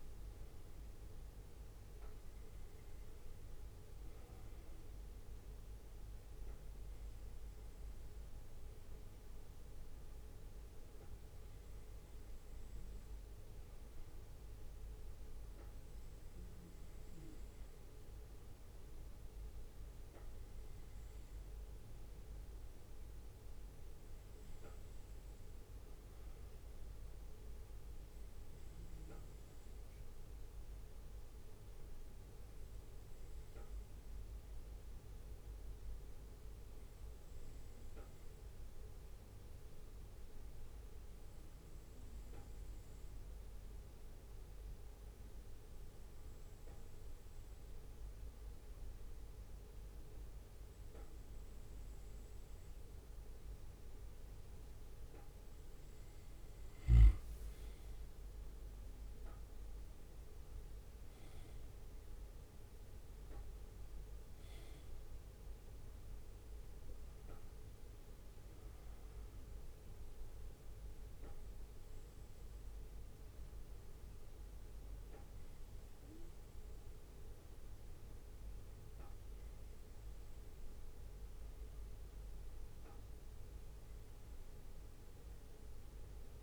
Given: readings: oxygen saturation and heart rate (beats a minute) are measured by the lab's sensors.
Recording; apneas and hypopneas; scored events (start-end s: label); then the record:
breathing in sleep, hard to hear, by a room microphone; 1
0.00-12.00 s: bradycardia (device-marked, heart rate 57 extreme)
28.00-38.00 s: bradycardia (device-marked, heart rate 59 before, 58 extreme)
29.50-32.50 s: arousal
34.50-50.50 s: hypopnea (oxygen 97% before, 96% lowest, heart rate 61 before, 56 extreme, up 3 after)
42.00-55.00 s: bradycardia (device-marked, heart rate 59 before, 57 extreme)
54.50-59.50 s: arousal
63.00-86.43 s: bradycardia (device-marked, heart rate 59 before, 56 extreme)
From the record:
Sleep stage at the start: N2 (light sleep); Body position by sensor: on the back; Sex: male